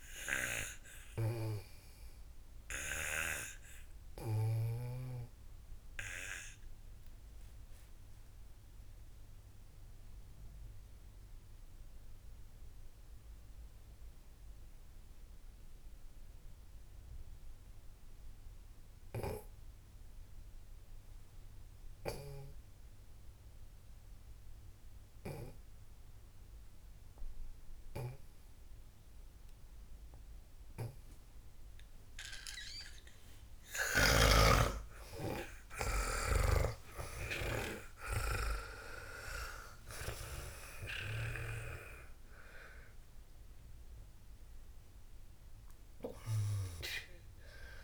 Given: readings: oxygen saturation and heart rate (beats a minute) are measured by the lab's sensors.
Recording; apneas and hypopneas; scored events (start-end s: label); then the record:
breathing in sleep by a room microphone; 1
0.00-5.00 s: snoring (device-marked)
0.00-15.50 s: oxygen desaturation (device-marked, oxygen 95% lowest, heart rate 53 extreme)
3.00-33.00 s: obstructive apnea (oxygen 99% before, 90% lowest, heart rate 87 before, 53 extreme)
19.50-29.00 s: snoring (device-marked)
30.50-47.84 s: oxygen desaturation (device-marked, oxygen 98% before, 90% lowest, heart rate 56 before, 58 extreme)
31.00-35.00 s: snoring (device-marked)
35.00-39.50 s: arousal
37.00-42.00 s: snoring (device-marked)
From the record:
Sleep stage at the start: N2 (light sleep); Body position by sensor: on the back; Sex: female